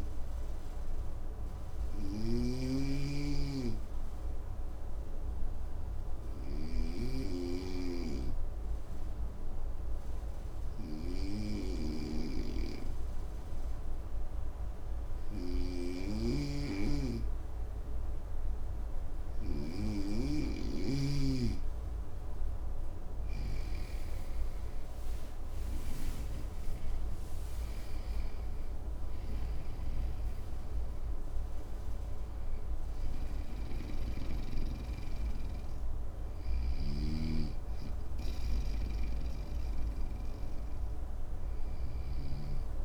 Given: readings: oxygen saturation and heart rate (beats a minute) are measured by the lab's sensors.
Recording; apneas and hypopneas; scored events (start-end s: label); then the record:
breathing in sleep by a room microphone; 1
0.00-7.50 s: oxygen desaturation (device-marked, oxygen 94% lowest, heart rate 55 extreme)
0.50-19.00 s: obstructive apnea (oxygen 99% before, 93% lowest, heart rate 58 before, 55 extreme, up 8 after)
15.50-20.50 s: snoring (device-marked)
22.50-27.00 s: arousal
25.00-36.00 s: snoring (device-marked)
From the record:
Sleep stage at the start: N2 (light sleep); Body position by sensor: on the front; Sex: male